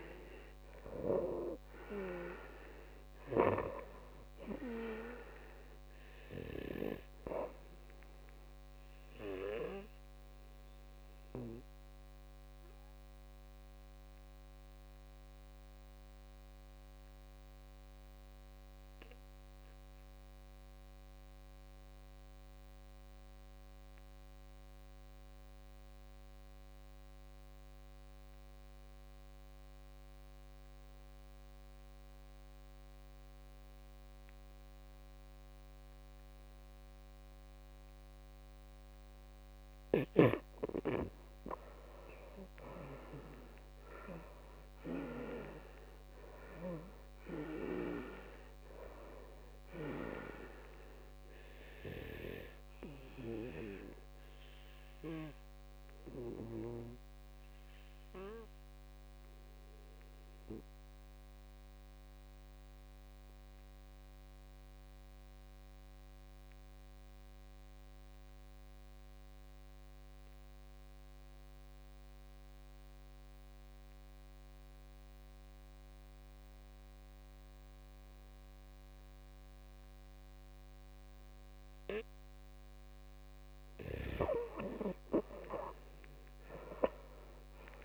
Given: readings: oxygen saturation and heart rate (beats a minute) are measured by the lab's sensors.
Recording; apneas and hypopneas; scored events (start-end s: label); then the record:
breathing in sleep by a microphone on the trachea; 2
0.00-20.00 s: oxygen desaturation (device-marked, oxygen 77% lowest, heart rate 56 extreme)
7.50-39.50 s: obstructive apnea (oxygen 99% before, 76% lowest, heart rate 68 before, 54 extreme, up 11 after)
31.00-62.00 s: oxygen desaturation (device-marked, oxygen 98% before, 76% lowest, heart rate 58 before, 53 extreme)
40.50-44.00 s: arousal
50.50-81.50 s: obstructive apnea (oxygen 98% before, 76% lowest, heart rate 66 before, 53 extreme, up 13 after)
80.00-87.85 s: oxygen desaturation (device-marked, oxygen 98% before, 78% lowest, heart rate 56 before, 55 extreme)
84.50-87.85 s: arousal
From the record:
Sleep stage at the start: N2 (light sleep); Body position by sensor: on the back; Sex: male